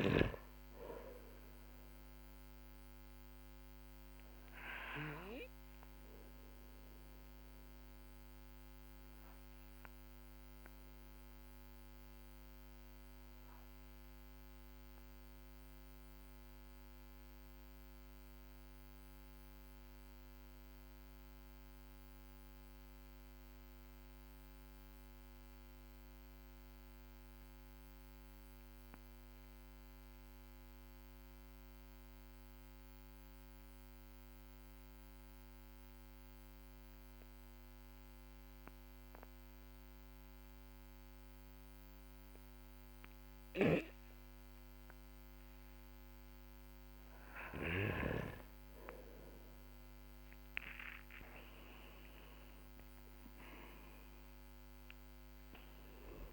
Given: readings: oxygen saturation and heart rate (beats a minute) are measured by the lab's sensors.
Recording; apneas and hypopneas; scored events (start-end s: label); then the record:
breathing in sleep by a microphone on the trachea; 1
1.50-48.00 s: obstructive apnea (oxygen 99% before, 93% lowest, heart rate 51 before, 44 extreme, up 8 after)
50.50-55.50 s: arousal
From the record:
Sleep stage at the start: N2 (light sleep); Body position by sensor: on the back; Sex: male